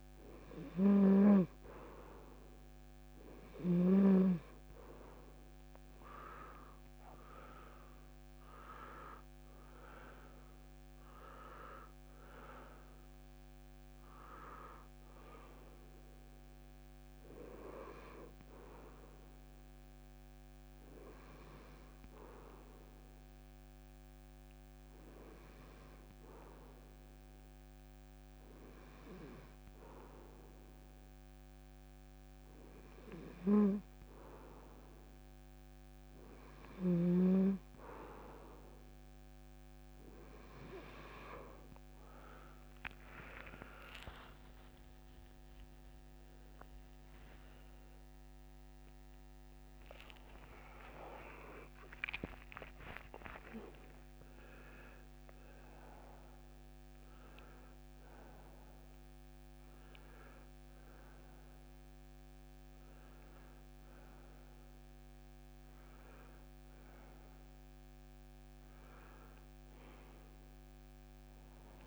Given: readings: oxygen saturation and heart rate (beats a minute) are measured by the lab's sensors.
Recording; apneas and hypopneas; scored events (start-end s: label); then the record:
breathing in sleep by a microphone on the trachea; 1
0.00-3.50 s: snoring (device-marked)
23.50-34.50 s: hypopnea (oxygen 94% before, 92% lowest, heart rate 111 before, 70 extreme, up 38 after)
41.00-67.00 s: oxygen desaturation (device-marked, oxygen 96% before, 92% lowest, heart rate 97 before, 70 extreme)
43.50-49.00 s: arousal
45.00-71.87 s: new sleep stage, N1 (lightest sleep)
From the record:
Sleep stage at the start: N2 (light sleep); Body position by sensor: on the front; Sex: male